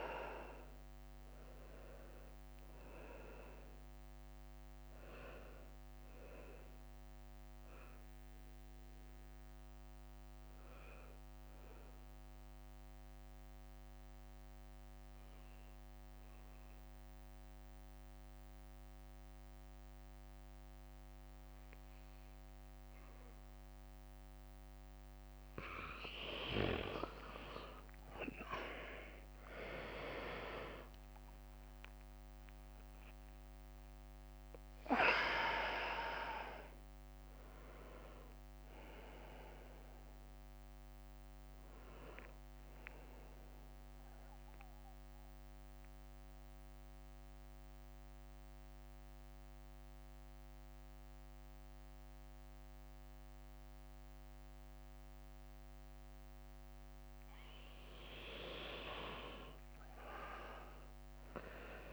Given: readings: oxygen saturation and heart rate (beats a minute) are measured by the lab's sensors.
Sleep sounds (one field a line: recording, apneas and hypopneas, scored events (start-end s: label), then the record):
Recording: breathing in sleep by a microphone on the trachea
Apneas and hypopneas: 2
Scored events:
2.00-18.00 s: oxygen desaturation (device-marked, oxygen 96% before, 92% lowest, heart rate 60 before, 57 extreme)
6.00-27.00 s: bradycardia (device-marked, heart rate 65 before, 57 extreme)
7.00-26.50 s: mixed apnea (oxygen 96% before, 91% lowest, heart rate 61 before, 56 extreme, up 36 after)
28.50-34.00 s: arousal
29.50-32.50 s: leg movement (device-marked)
30.00-60.00 s: oxygen desaturation (device-marked, oxygen 97% before, 91% lowest, heart rate 58 before, 54 extreme)
32.50-34.50 s: long interval between heartbeats (device-marked, heart rate 59 before, 92 extreme)
35.00-46.00 s: drop in pulse transit time (device-marked, heart rate 64 before, 60 extreme)
43.00-56.50 s: central apnea (oxygen 98% before, 90% lowest, heart rate 71 before, 55 extreme, up 7 after)
43.00-59.00 s: bradycardia (device-marked, heart rate 65 before, 55 extreme)
60.00-61.93 s: arousal
From the record:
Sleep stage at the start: N2 (light sleep)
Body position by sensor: on the back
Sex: male